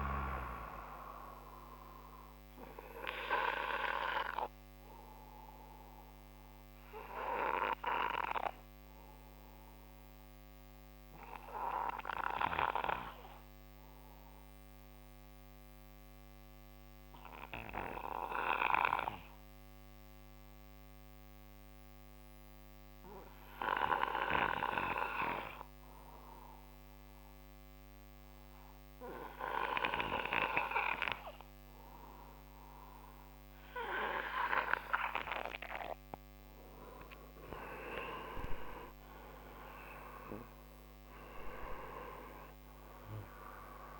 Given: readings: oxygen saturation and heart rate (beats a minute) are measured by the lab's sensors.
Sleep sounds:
breathing in sleep by a microphone on the trachea; 1
0.00-22.50 s: oxygen desaturation (device-marked, oxygen 89% lowest)
3.00-36.50 s: obstructive apnea (oxygen 98% before, 89% lowest)
38.50-44.00 s: arousal
38.50-44.00 s: oxygen desaturation (device-marked, oxygen 97% before, 91% lowest)
From the record:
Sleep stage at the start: N2 (light sleep); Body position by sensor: on the right side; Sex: male

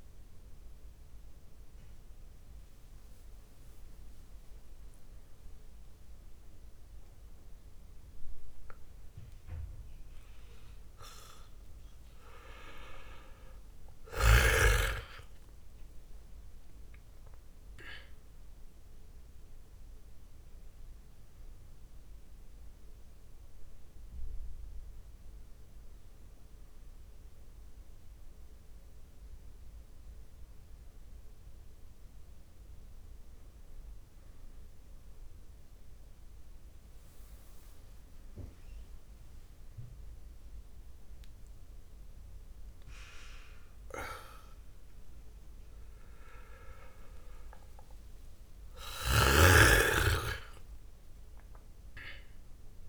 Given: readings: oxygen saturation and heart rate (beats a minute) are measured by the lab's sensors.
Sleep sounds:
a person awake in a sleep study, by a room microphone; none
18.50-20.50 s: long interval between heartbeats (device-marked)
From the record:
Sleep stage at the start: awake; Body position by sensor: on the back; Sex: male

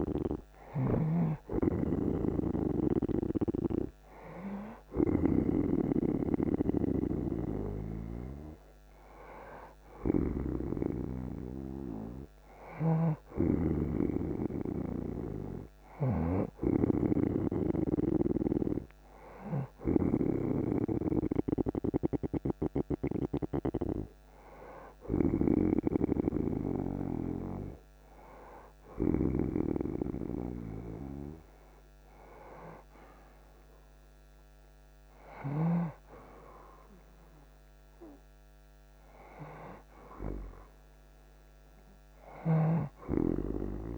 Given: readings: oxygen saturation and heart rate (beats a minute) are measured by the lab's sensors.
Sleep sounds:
breathing in sleep by a microphone on the trachea; none
0.00-10.50 s: snoring (device-marked)
12.50-29.50 s: snoring (device-marked)
From the record:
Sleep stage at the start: N1 (lightest sleep); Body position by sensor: on the right side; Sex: male

